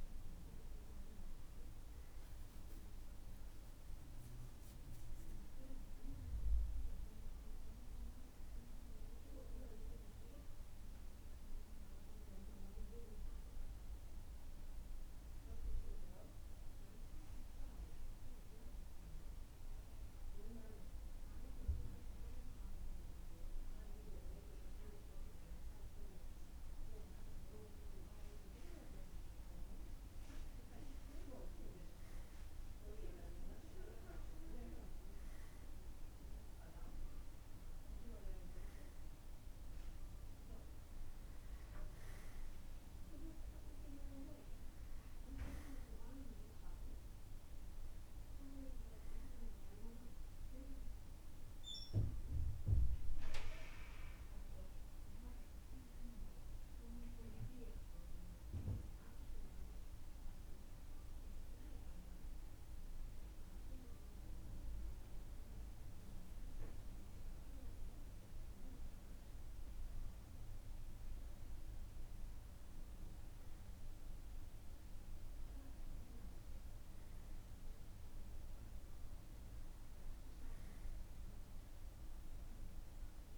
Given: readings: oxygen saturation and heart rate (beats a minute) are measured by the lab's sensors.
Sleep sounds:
breathing in sleep by a room microphone; 1
6.50-10.00 s: arousal
12.00-24.50 s: hypopnea (oxygen 94% before, 93% lowest, heart rate 53 before, 51 extreme, up 2 after)
26.50-30.50 s: arousal
From the record:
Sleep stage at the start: N2 (light sleep); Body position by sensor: on the right side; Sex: male

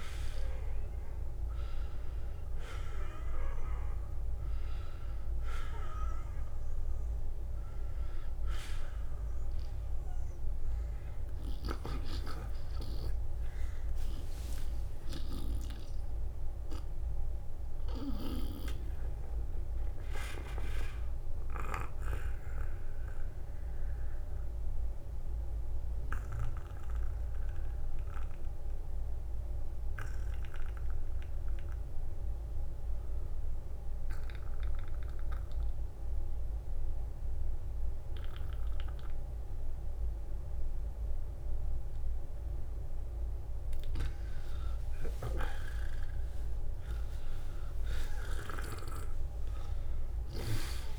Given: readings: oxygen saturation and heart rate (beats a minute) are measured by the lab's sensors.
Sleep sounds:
breathing in sleep by a room microphone; 1
0.00-1.50 s: arousal
3.00-36.00 s: oxygen desaturation (device-marked, oxygen 96% before, 83% lowest, heart rate 52 before, 46 extreme)
14.50-18.00 s: snoring (device-marked)
15.50-42.00 s: mixed apnea (oxygen 96% before, 83% lowest, heart rate 59 before, 46 extreme, up 16 after)
16.50-18.50 s: long interval between heartbeats (device-marked, heart rate 59 before, 63 extreme)
17.00-50.99 s: new sleep stage, N2 (light sleep)
43.50-48.00 s: arousal
From the record:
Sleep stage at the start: N1 (lightest sleep); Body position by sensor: on the back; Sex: male

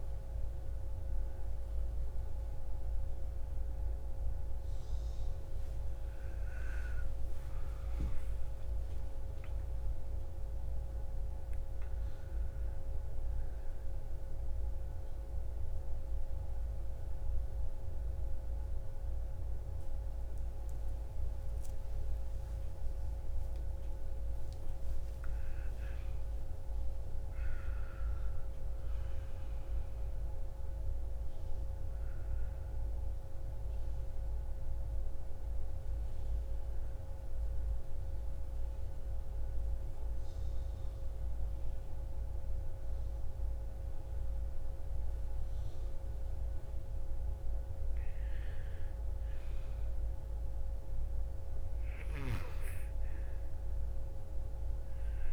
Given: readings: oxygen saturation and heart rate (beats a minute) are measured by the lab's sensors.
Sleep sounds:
a person awake in a sleep study, hard to hear, by a room microphone; 1
7.50-37.50 s: new sleep stage, awake
37.50-48.00 s: hypopnea (oxygen 98% before, 90% lowest, heart rate 79 before, 57 extreme, up 5 after)
37.50-55.33 s: new sleep stage, N2 (light sleep)
50.50-53.00 s: arousal
From the record:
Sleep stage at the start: N2 (light sleep); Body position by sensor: on the front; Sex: female

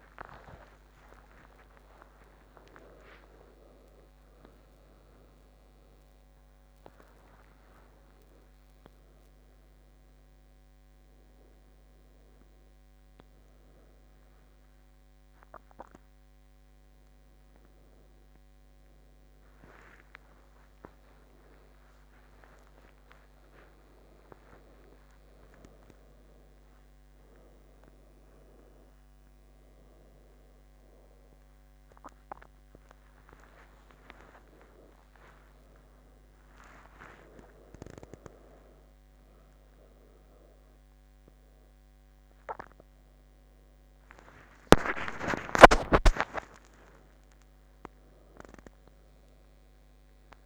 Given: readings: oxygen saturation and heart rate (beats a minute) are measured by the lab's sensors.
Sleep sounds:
a person awake in a sleep study, by a microphone on the trachea; none
7.50-14.50 s: oxygen desaturation (device-marked, oxygen 99% before, 95% lowest)
35.50-50.46 s: oxygen desaturation (device-marked, oxygen 98% before, 95% lowest)
From the record:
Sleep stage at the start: awake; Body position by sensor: on the left side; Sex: female

